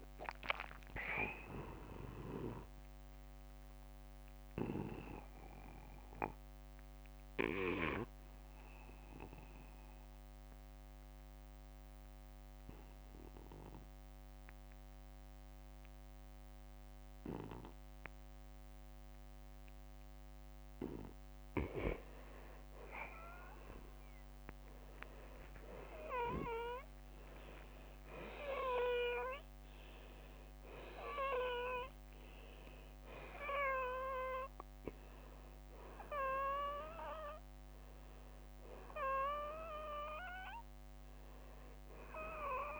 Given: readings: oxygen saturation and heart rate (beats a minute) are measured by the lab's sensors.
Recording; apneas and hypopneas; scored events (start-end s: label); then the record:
breathing in sleep by a microphone on the trachea; 1
2.00-19.50 s: obstructive apnea (oxygen 96% before, 85% lowest, heart rate 63 before, 50 extreme, up 7 after)
5.00-21.00 s: oxygen desaturation (device-marked, oxygen 95% before, 86% lowest, heart rate 64 before, 50 extreme)
11.00-13.00 s: long interval between heartbeats (device-marked, heart rate 64 before, 59 extreme)
26.50-33.00 s: arousal
29.00-31.00 s: long interval between heartbeats (device-marked, heart rate 56 before, 59 extreme)
34.50-36.50 s: long interval between heartbeats (device-marked, heart rate 58 before, 70 extreme)
From the record:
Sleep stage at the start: N2 (light sleep); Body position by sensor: on the back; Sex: male